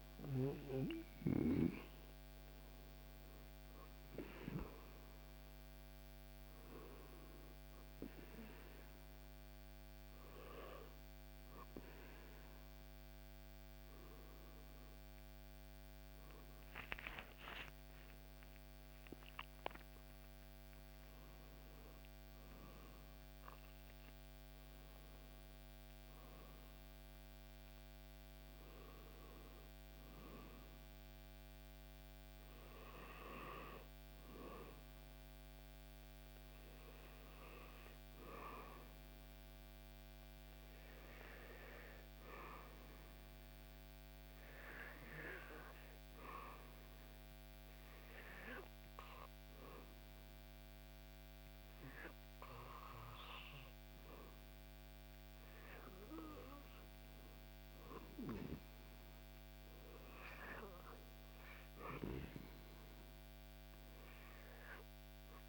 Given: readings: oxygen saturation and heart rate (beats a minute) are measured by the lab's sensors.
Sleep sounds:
breathing in sleep by a microphone on the trachea; 1
0.00-3.00 s: arousal
0.00-8.00 s: oxygen desaturation (device-marked, oxygen 91% lowest, heart rate 67 extreme)
17.00-20.50 s: arousal
37.50-54.00 s: hypopnea (oxygen 98% before, 89% lowest, heart rate 76 before, 68 extreme, up 8 after)
56.50-59.50 s: arousal
58.00-65.49 s: oxygen desaturation (device-marked, oxygen 97% before, 92% lowest, heart rate 74 before, 68 extreme)
From the record:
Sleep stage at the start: N2 (light sleep); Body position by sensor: on the back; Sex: male

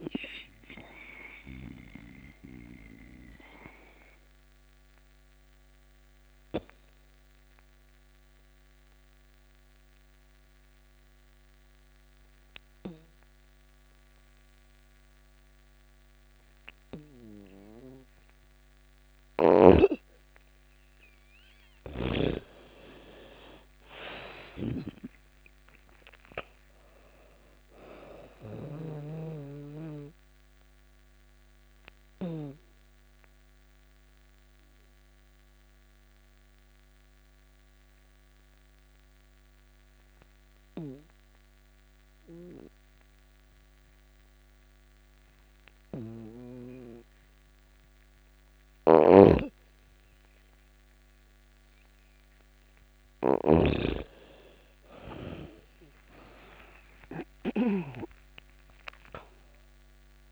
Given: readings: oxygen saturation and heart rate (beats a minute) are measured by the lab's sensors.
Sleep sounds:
breathing in sleep by a microphone on the trachea; 2
0.00-11.50 s: oxygen desaturation (device-marked, oxygen 88% lowest)
4.00-19.00 s: obstructive apnea (oxygen 97% before, 85% lowest)
21.50-25.00 s: arousal
23.50-31.50 s: snoring (device-marked)
24.50-42.50 s: oxygen desaturation (device-marked, oxygen 98% before, 85% lowest)
28.50-48.00 s: mixed apnea (oxygen 98% before, 85% lowest)
48.00-60.32 s: snoring (device-marked)
52.00-57.00 s: arousal
52.50-60.32 s: oxygen desaturation (device-marked, oxygen 99% before, 85% lowest)
From the record:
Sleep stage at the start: N2 (light sleep); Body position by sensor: on the back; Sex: female

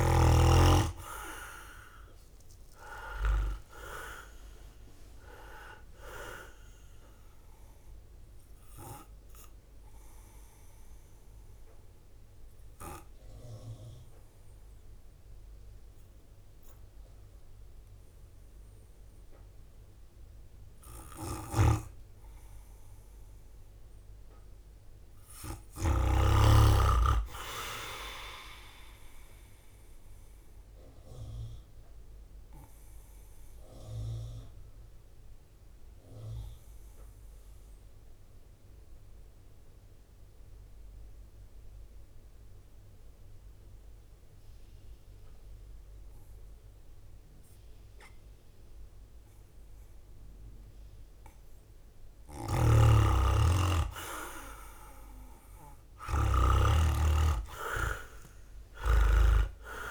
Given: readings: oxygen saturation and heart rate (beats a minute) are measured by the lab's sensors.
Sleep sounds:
breathing in sleep by a room microphone; 2
1.00-15.00 s: drop in pulse transit time (device-marked, heart rate 57 before, 52 extreme)
2.00-6.00 s: arousal
3.00-6.50 s: leg movement (device-marked)
7.50-22.00 s: obstructive apnea (oxygen 97% before, 94% lowest, heart rate 59 before, 51 extreme, up 6 after)
24.50-28.00 s: arousal
29.00-41.00 s: drop in pulse transit time (device-marked, heart rate 54 before, 51 extreme)
30.00-51.50 s: obstructive apnea (oxygen 97% before, 94% lowest, heart rate 54 before, 51 extreme, up 14 after)
54.00-58.50 s: arousal
55.00-59.91 s: oxygen desaturation (device-marked, oxygen 98% before, 94% lowest, heart rate 53 before, 51 extreme)
56.00-59.91 s: drop in pulse transit time (device-marked, heart rate 54 before, 53 extreme)
57.00-59.91 s: leg movement (device-marked)
From the record:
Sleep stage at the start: N2 (light sleep); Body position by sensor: on the right side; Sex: male

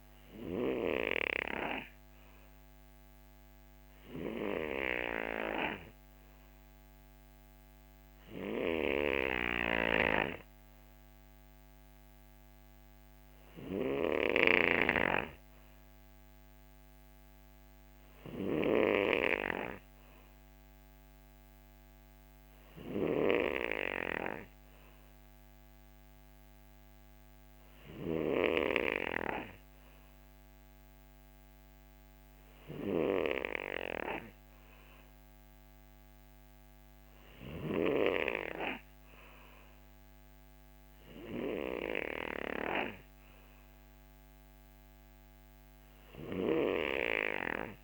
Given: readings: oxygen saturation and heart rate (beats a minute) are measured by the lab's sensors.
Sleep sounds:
breathing in sleep by a microphone on the trachea; none
none scored
From the record:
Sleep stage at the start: N3 (deep sleep); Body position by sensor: on the right side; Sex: male

